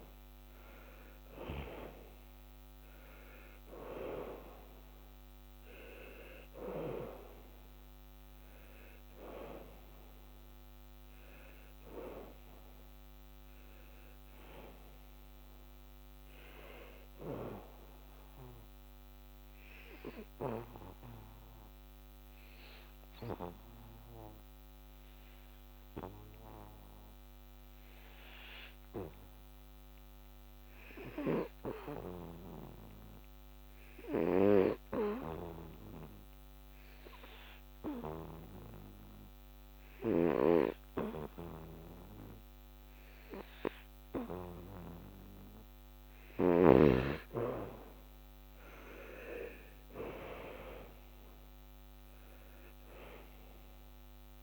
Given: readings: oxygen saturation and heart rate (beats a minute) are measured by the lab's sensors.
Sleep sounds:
breathing in sleep by a microphone on the trachea; 1
0.00-5.50 s: oxygen desaturation (device-marked, oxygen 89% lowest, heart rate 69 extreme)
20.00-48.00 s: hypopnea (oxygen 93% before, 88% lowest, heart rate 84 before, 67 extreme, up 13 after)
39.50-54.43 s: oxygen desaturation (device-marked, oxygen 98% before, 90% lowest, heart rate 78 before, 69 extreme)
49.50-54.00 s: arousal
From the record:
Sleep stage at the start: N2 (light sleep); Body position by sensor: on the back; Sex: male

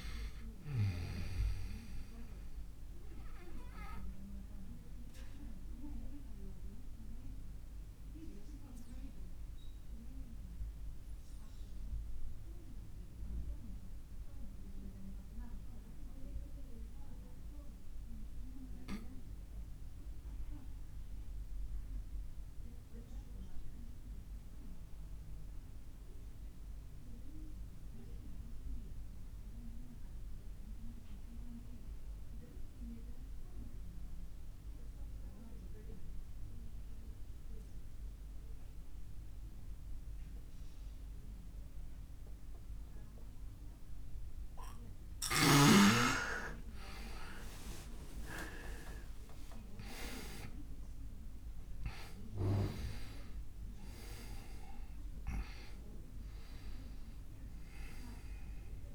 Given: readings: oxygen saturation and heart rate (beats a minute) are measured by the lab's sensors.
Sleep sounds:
breathing in sleep by a room microphone; 1
0.00-20.00 s: oxygen desaturation (device-marked, oxygen 90% lowest, heart rate 27 extreme)
2.00-43.50 s: obstructive apnea (oxygen 98% before, 84% lowest)
37.00-58.94 s: oxygen desaturation (device-marked, oxygen 99% before, 84% lowest)
49.00-53.00 s: arousal
From the record:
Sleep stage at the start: N2 (light sleep); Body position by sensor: on the back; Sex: male

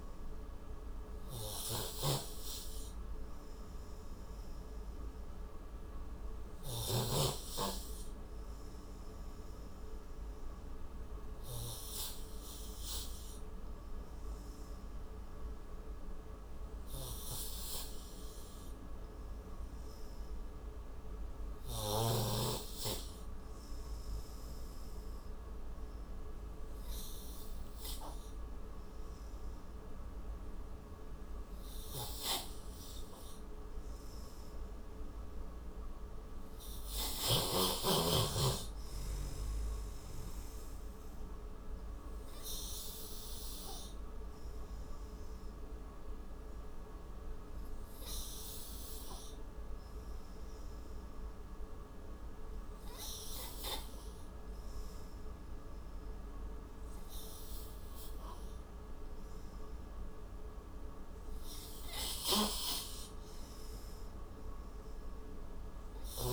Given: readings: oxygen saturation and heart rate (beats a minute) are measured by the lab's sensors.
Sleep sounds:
breathing in sleep by a room microphone; 2
9.00-22.50 s: hypopnea (oxygen 94% before, 88% lowest, heart rate 55 before, 42 extreme, up 0 after)
24.50-28.00 s: arousal
37.50-40.50 s: tachycardia (device-marked, heart rate 67 before, 98 extreme)
45.50-60.50 s: hypopnea (oxygen 93% before, 88% lowest, heart rate 75 before, 47 extreme, up 35 after)
46.50-51.50 s: oxygen desaturation (device-marked, oxygen 93% before, 89% lowest, heart rate 75 before, 48 extreme)
46.50-66.33 s: new sleep stage, N2 (light sleep)
63.00-66.33 s: arousal
From the record:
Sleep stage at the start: N3 (deep sleep); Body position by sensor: on the right side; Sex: male

